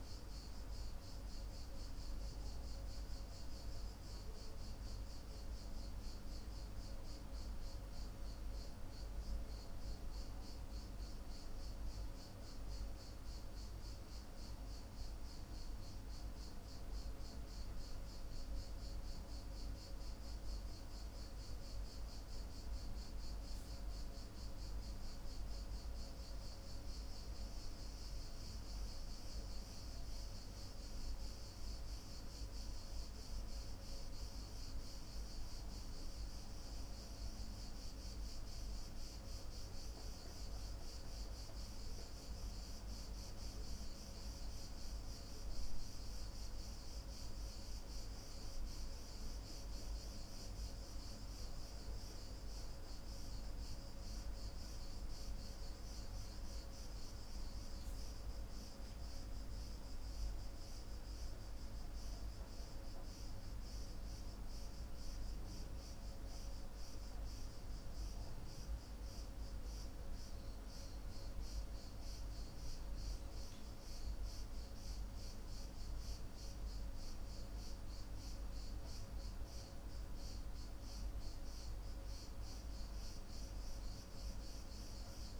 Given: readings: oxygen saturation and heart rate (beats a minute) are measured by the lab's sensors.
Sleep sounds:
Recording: breathing in sleep, hard to hear, by a room microphone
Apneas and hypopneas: none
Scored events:
none scored
From the record:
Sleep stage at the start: N2 (light sleep)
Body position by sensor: on the back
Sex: male

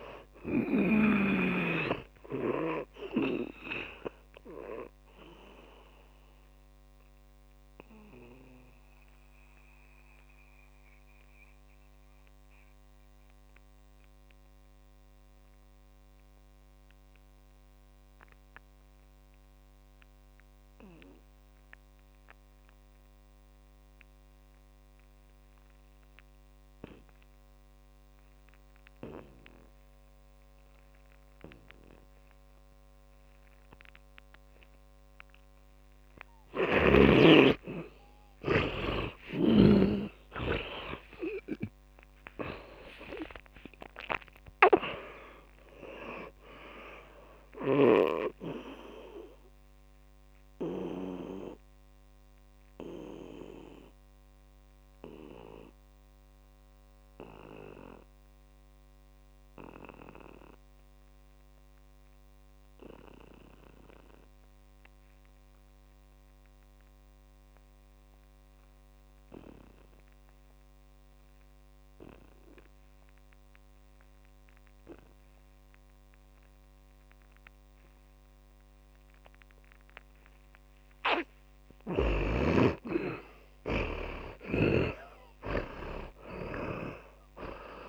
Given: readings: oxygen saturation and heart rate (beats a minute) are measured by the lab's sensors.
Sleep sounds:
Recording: breathing in sleep by a microphone on the trachea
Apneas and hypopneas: 2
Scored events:
0.00-26.00 s: oxygen desaturation (device-marked, oxygen 81% lowest, heart rate 53 extreme)
4.00-37.00 s: mixed apnea (oxygen 100% before, 79% lowest, heart rate 61 before, 53 extreme, up 15 after)
36.00-71.00 s: oxygen desaturation (device-marked, oxygen 100% before, 79% lowest, heart rate 59 before, 52 extreme)
39.00-44.00 s: arousal
51.00-81.00 s: obstructive apnea (oxygen 100% before, 77% lowest, heart rate 63 before, 52 extreme, up 15 after)
73.00-87.89 s: oxygen desaturation (device-marked, oxygen 99% before, 77% lowest, heart rate 62 before, 49 extreme)
82.00-85.50 s: snoring (device-marked)
84.00-87.89 s: arousal
From the record:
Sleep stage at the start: N2 (light sleep)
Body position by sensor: on the back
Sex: male

